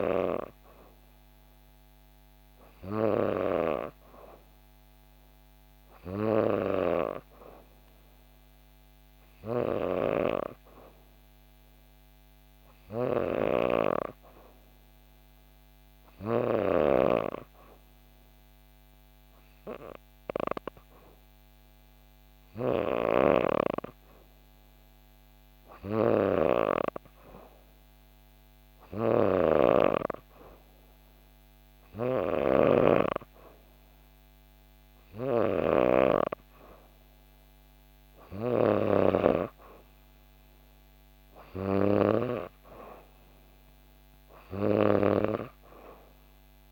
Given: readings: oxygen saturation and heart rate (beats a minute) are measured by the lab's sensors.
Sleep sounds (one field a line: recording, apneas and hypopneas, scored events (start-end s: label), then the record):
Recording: breathing in sleep by a microphone on the trachea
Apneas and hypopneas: 1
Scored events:
7.50-11.00 s: arousal
14.50-26.50 s: hypopnea (oxygen 95% before, 91% lowest, heart rate 64 before, 64 extreme, up 0 after)
22.50-35.50 s: snoring (device-marked)
29.00-32.50 s: arousal
From the record:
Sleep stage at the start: N2 (light sleep)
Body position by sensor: on the back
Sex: female